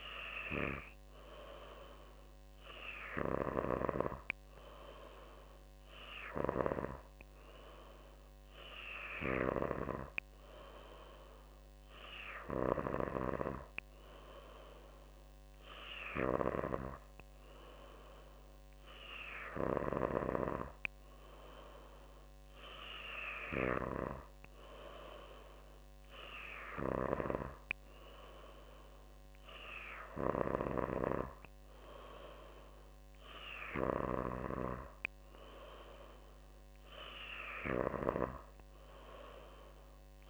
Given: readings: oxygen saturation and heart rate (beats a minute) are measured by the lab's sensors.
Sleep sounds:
breathing in sleep by a microphone on the trachea; none
none scored
From the record:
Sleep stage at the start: N3 (deep sleep); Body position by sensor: on the back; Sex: female

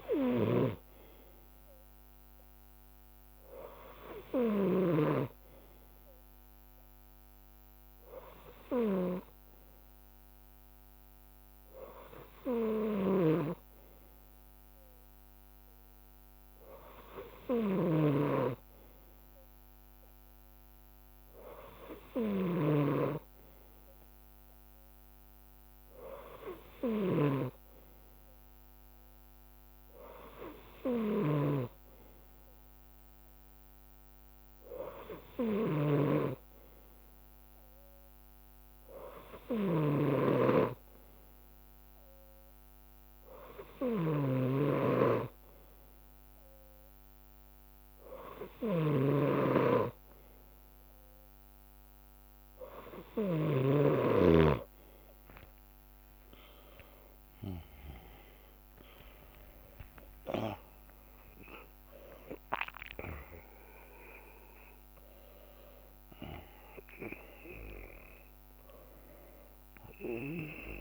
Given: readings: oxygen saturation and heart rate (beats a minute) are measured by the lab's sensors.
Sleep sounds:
breathing in sleep by a microphone on the trachea; none
0.00-1.00 s: leg movement (device-marked)
0.00-52.00 s: bradycardia (device-marked, heart rate 53 extreme)
48.50-53.50 s: snoring (device-marked)
53.50-54.50 s: leg movement (device-marked)
55.00-57.00 s: long interval between heartbeats (device-marked, heart rate 55 before, 65 extreme)
55.00-59.00 s: leg movement (device-marked)
55.50-60.50 s: arousal
56.00-60.00 s: tachycardia (device-marked, heart rate 57 before, 107 extreme)
58.00-60.00 s: long interval between heartbeats (device-marked, heart rate 57 before, 95 extreme)
59.50-67.00 s: leg movement (device-marked)
60.00-70.81 s: drop in pulse transit time (device-marked, heart rate 62 before, 69 extreme)
68.50-70.50 s: leg movement (device-marked)
From the record:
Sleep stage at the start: N2 (light sleep); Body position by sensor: on the back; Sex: male

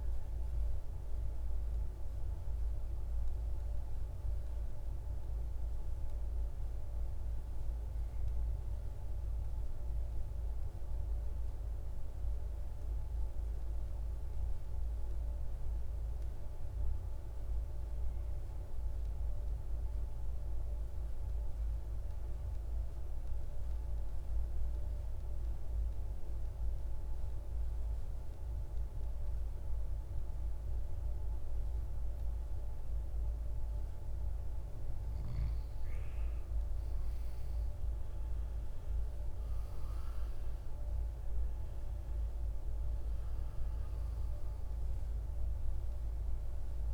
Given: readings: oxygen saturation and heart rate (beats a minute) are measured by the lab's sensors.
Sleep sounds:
breathing in sleep, hard to hear, by a room microphone; 1
1.00-33.00 s: hypopnea (oxygen 98% before, 87% lowest, heart rate 66 before, 53 extreme, up 13 after)
31.50-46.94 s: oxygen desaturation (device-marked, oxygen 98% before, 90% lowest, heart rate 54 before, 54 extreme)
34.50-38.00 s: arousal
From the record:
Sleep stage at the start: N2 (light sleep); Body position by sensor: on the right side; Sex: male

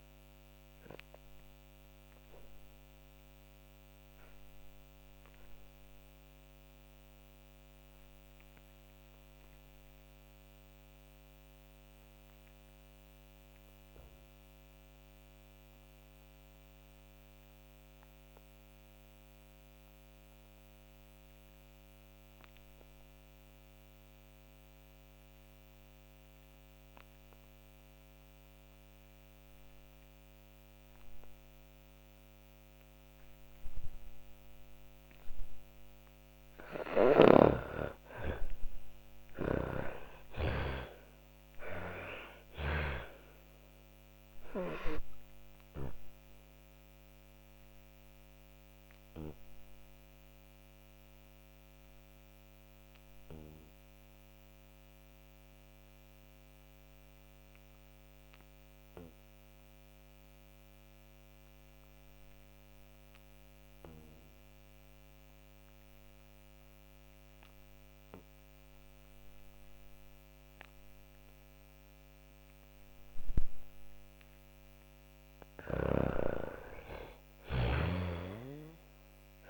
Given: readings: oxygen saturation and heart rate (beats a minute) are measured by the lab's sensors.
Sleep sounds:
breathing in sleep by a microphone on the trachea; 2
0.00-15.50 s: oxygen desaturation (device-marked, oxygen 87% lowest)
0.50-34.00 s: obstructive apnea (oxygen 98% before, 80% lowest)
29.50-59.50 s: oxygen desaturation (device-marked, oxygen 98% before, 80% lowest)
35.50-39.00 s: snoring (device-marked)
36.00-41.00 s: arousal
43.50-73.00 s: obstructive apnea (oxygen 99% before, 80% lowest)
74.00-78.50 s: snoring (device-marked)
74.50-79.50 s: oxygen desaturation (device-marked, oxygen 97% before, 86% lowest)
75.00-78.50 s: arousal
From the record:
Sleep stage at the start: N2 (light sleep); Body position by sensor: on the back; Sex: female

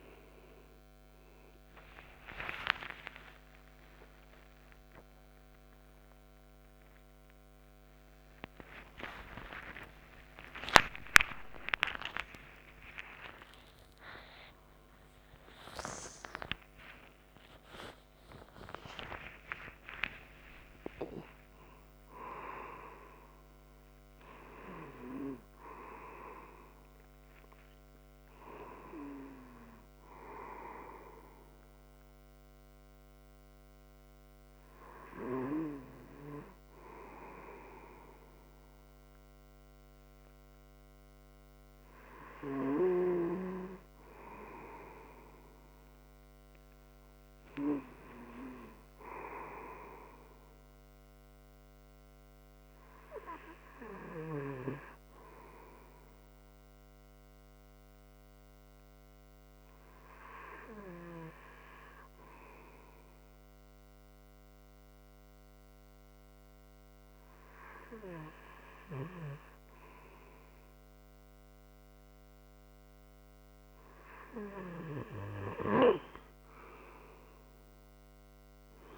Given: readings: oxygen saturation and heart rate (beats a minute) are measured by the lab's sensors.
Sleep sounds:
a person partly awake in a sleep study, by a microphone on the trachea; 1
20.50-78.98 s: new sleep stage, N2 (light sleep)
59.00-74.00 s: hypopnea (oxygen 97% before, 92% lowest)
76.50-78.98 s: arousal
From the record:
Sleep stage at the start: awake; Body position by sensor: on the front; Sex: male

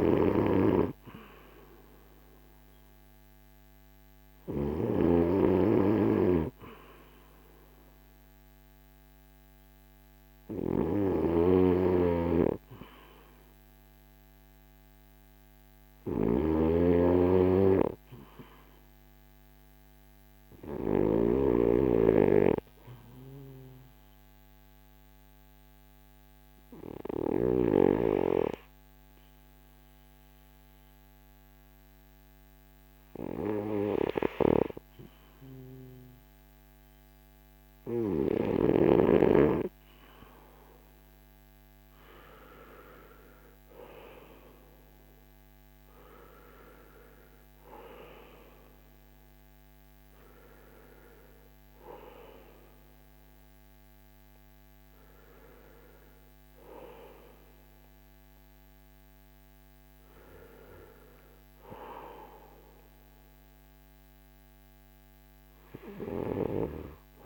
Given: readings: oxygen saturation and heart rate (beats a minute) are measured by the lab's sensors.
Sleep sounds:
breathing in sleep by a microphone on the trachea; 1
0.00-4.50 s: snoring (device-marked)
10.50-21.00 s: snoring (device-marked)
22.50-37.50 s: obstructive apnea (oxygen 94% before, 93% lowest, heart rate 49 before, 46 extreme, up 8 after)
40.00-45.00 s: arousal
From the record:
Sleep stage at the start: N2 (light sleep); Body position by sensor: on the back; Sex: male

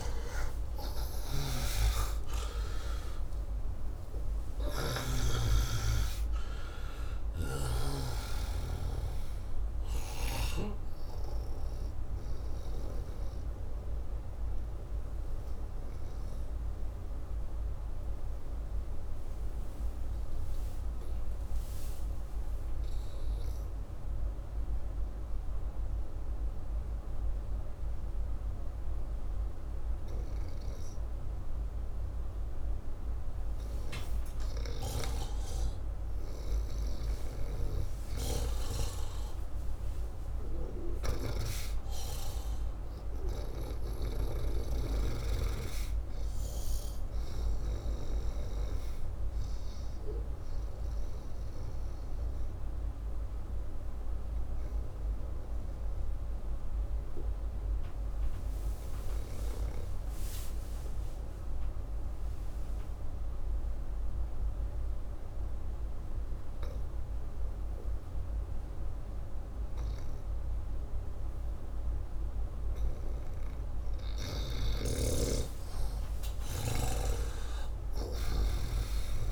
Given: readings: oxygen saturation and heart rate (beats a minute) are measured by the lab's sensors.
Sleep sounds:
breathing in sleep by a room microphone; 2
0.00-1.50 s: arousal
5.00-30.00 s: oxygen desaturation (device-marked, oxygen 96% before, 89% lowest, heart rate 67 before, 60 extreme)
15.00-33.50 s: obstructive apnea (oxygen 97% before, 89% lowest, heart rate 70 before, 60 extreme, up 3 after)
35.00-39.00 s: arousal
50.00-63.00 s: oxygen desaturation (device-marked, oxygen 98% before, 94% lowest, heart rate 64 before, 61 extreme)
52.00-72.50 s: obstructive apnea (oxygen 99% before, 89% lowest, heart rate 63 before, 59 extreme, up 6 after)
74.00-77.50 s: arousal
From the record:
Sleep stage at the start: N2 (light sleep); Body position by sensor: upright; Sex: male

